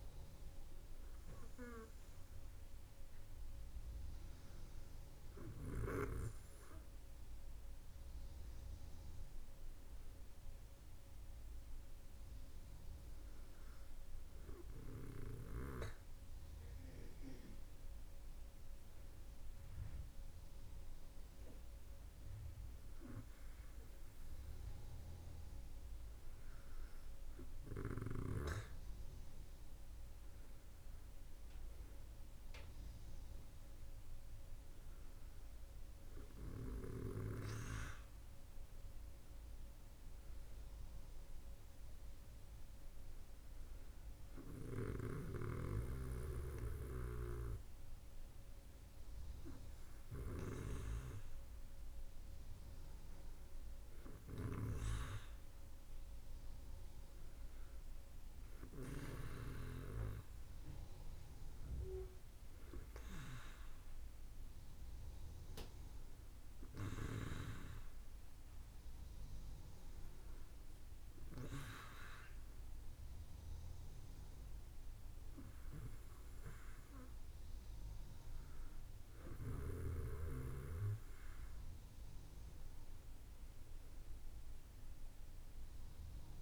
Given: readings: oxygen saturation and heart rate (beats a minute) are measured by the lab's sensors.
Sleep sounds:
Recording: breathing in sleep by a room microphone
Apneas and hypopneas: none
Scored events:
none scored
From the record:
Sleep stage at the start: N2 (light sleep)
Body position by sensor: on the back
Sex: female

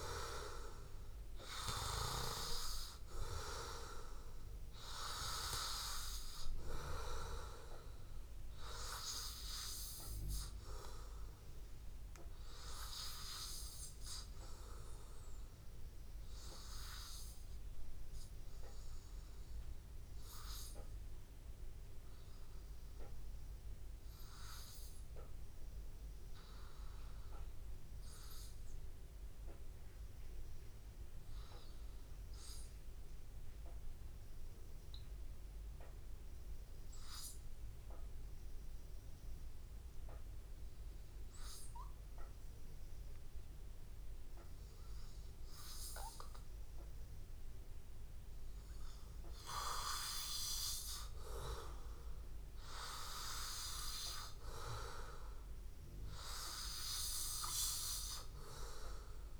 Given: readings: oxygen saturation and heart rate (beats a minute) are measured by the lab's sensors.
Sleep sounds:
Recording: breathing in sleep by a room microphone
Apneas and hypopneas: 1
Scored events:
0.00-17.50 s: oxygen desaturation (device-marked, oxygen 89% lowest, heart rate 77 extreme)
18.50-20.50 s: long interval between heartbeats (device-marked, heart rate 85 before, 86 extreme)
18.50-21.50 s: arousal
23.50-47.50 s: obstructive apnea (oxygen 98% before, 93% lowest, heart rate 86 before, 82 extreme, up 3 after)
49.50-59.40 s: new sleep stage, N2 (light sleep)
50.00-54.00 s: arousal
53.50-59.40 s: oxygen desaturation (device-marked, oxygen 96% before, 93% lowest, heart rate 83 before, 82 extreme)
From the record:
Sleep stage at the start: N1 (lightest sleep)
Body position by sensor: on the back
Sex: male

